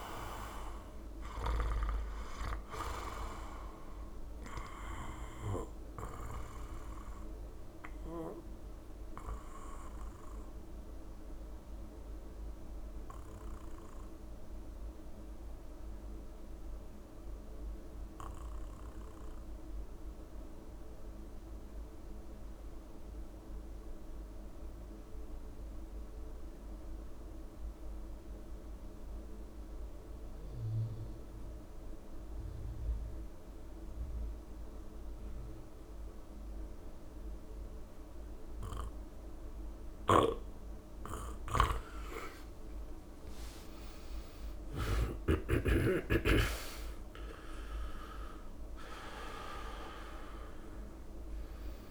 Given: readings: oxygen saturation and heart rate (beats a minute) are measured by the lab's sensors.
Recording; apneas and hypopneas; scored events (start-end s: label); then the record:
breathing in sleep by a room microphone; 1
0.00-18.00 s: oxygen desaturation (device-marked, oxygen 86% lowest)
7.50-39.50 s: mixed apnea (oxygen 99% before, 85% lowest)
36.00-51.91 s: oxygen desaturation (device-marked, oxygen 98% before, 85% lowest)
39.50-45.00 s: snoring (device-marked)
42.50-47.50 s: arousal
From the record:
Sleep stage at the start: N2 (light sleep); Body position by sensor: on the back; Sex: male